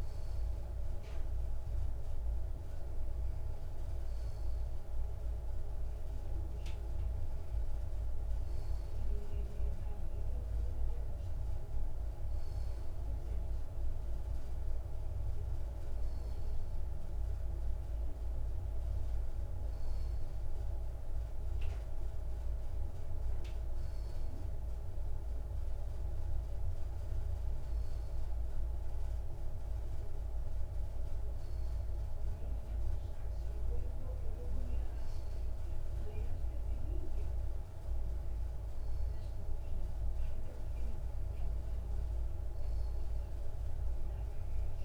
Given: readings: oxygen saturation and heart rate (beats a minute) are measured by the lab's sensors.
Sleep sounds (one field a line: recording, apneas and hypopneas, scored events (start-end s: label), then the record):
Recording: breathing in sleep, hard to hear, by a room microphone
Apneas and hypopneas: none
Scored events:
none scored
From the record:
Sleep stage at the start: N2 (light sleep)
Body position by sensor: on the back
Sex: male